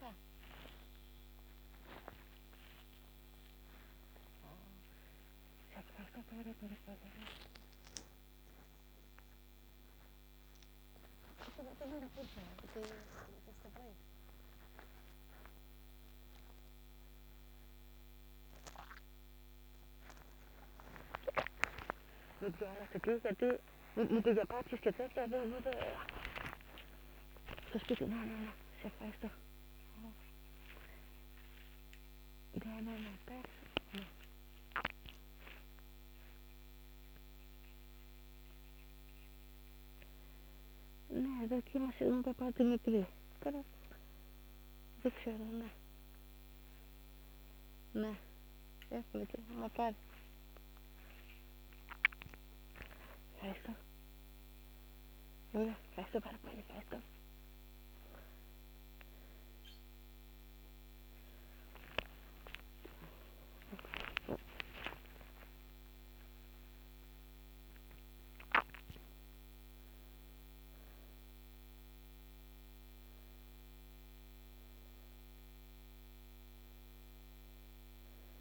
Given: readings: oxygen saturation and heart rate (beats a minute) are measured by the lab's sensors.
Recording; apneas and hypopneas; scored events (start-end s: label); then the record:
a person awake in a sleep study, by a microphone on the trachea; none
none scored
From the record:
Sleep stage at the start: awake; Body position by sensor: on the back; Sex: female